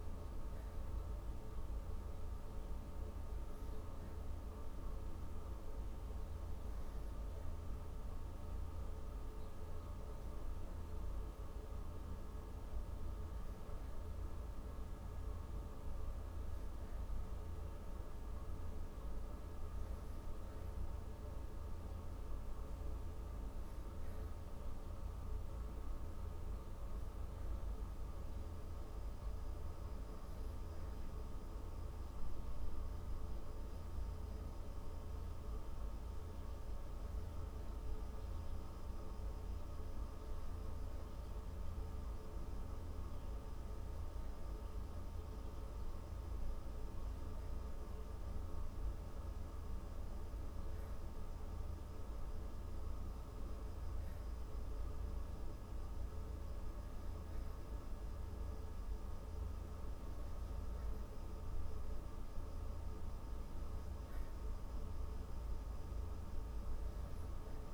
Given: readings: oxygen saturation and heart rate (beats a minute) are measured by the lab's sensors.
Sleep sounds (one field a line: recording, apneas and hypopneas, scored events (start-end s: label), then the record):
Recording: breathing in sleep, hard to hear, by a room microphone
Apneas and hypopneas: none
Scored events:
none scored
From the record:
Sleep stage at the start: N3 (deep sleep)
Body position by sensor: on the back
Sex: female